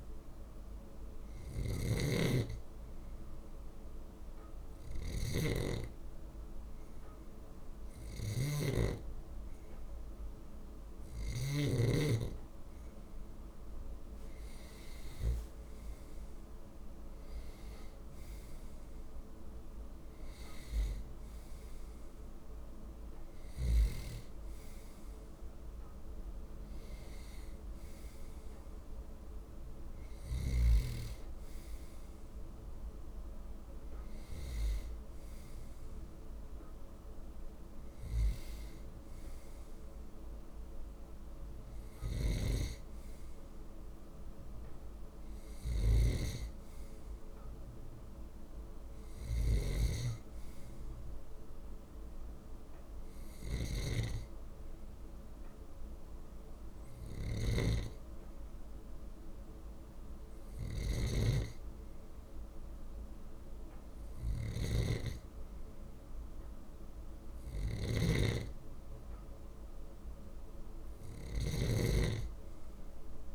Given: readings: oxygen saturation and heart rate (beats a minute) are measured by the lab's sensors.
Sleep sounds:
breathing in sleep by a room microphone; 2
0.00-6.00 s: oxygen desaturation (device-marked, oxygen 93% lowest, heart rate 27 extreme)
0.00-11.00 s: snoring (device-marked)
0.50-11.50 s: hypopnea (oxygen 97% before, 93% lowest, heart rate 141 before, 27 extreme, up 30 after)
14.50-18.00 s: arousal
41.50-73.34 s: snoring (device-marked)
49.50-52.50 s: arousal
54.50-65.00 s: hypopnea
69.00-73.00 s: arousal
From the record:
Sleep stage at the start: N2 (light sleep); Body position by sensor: on the left side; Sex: male

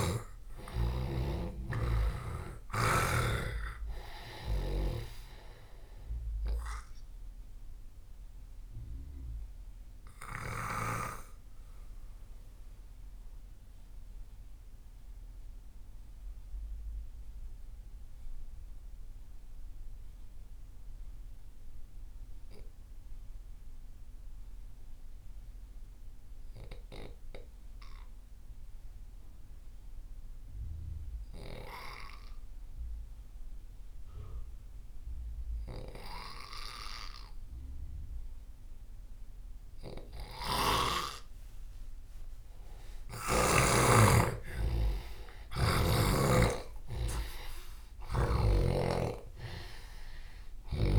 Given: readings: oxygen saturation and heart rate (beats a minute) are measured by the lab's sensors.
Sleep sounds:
breathing in sleep by a room microphone; 1
0.00-20.00 s: oxygen desaturation (device-marked, oxygen 85% lowest)
11.00-43.00 s: mixed apnea (oxygen 97% before, 85% lowest)
34.00-50.99 s: oxygen desaturation (device-marked, oxygen 98% before, 87% lowest)
40.00-43.50 s: snoring (device-marked)
45.50-49.50 s: arousal
From the record:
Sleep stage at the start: N2 (light sleep); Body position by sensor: on the left side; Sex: male

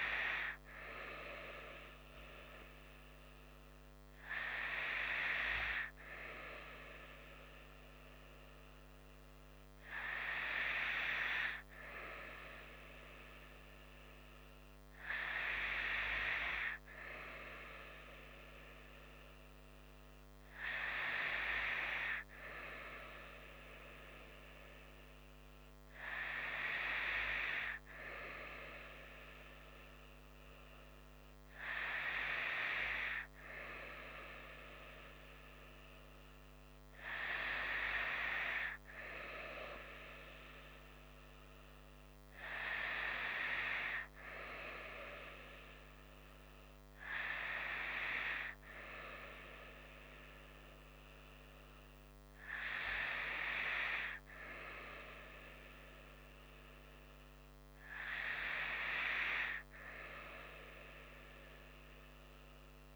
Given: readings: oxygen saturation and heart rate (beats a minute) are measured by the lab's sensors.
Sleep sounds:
breathing in sleep by a microphone on the trachea; none
none scored
From the record:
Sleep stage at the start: N2 (light sleep); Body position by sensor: on the right side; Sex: female

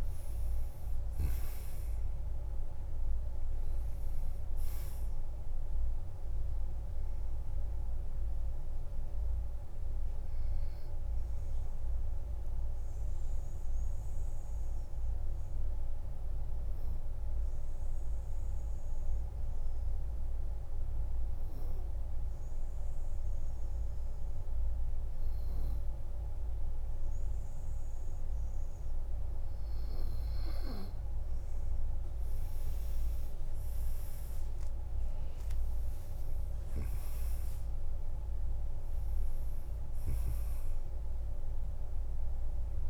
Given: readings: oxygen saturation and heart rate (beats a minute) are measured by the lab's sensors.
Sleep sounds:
breathing in sleep, hard to hear, by a room microphone; 1
0.00-23.50 s: oxygen desaturation (device-marked, oxygen 90% lowest, heart rate 42 extreme)
6.50-31.00 s: obstructive apnea (oxygen 99% before, 90% lowest, heart rate 60 before, 42 extreme, up 19 after)
33.00-37.50 s: arousal
39.50-42.90 s: oxygen desaturation (device-marked, oxygen 99% before, 94% lowest, heart rate 50 before, 45 extreme)
From the record:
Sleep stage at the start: N2 (light sleep); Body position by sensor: on the back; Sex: male

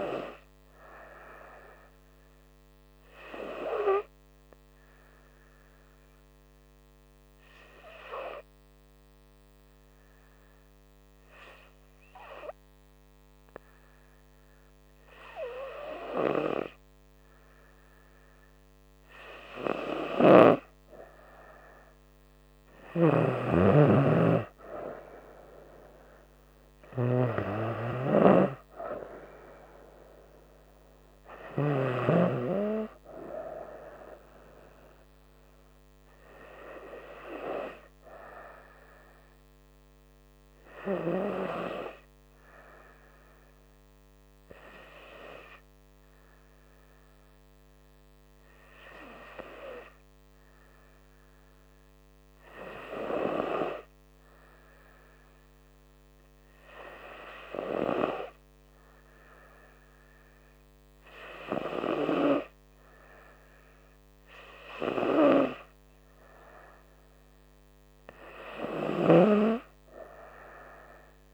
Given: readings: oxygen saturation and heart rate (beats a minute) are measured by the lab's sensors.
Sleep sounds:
breathing in sleep by a microphone on the trachea; 2
4.00-17.00 s: hypopnea (oxygen 97% before, 95% lowest, heart rate 70 before, 68 extreme, up 3 after)
19.50-23.00 s: arousal
20.00-32.00 s: snoring (device-marked)
41.50-62.50 s: hypopnea (oxygen 97% before, 95% lowest, heart rate 69 before, 66 extreme, up 2 after)
64.50-67.50 s: arousal
69.00-71.34 s: snoring (device-marked)
From the record:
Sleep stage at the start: N2 (light sleep); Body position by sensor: on the right side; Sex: female

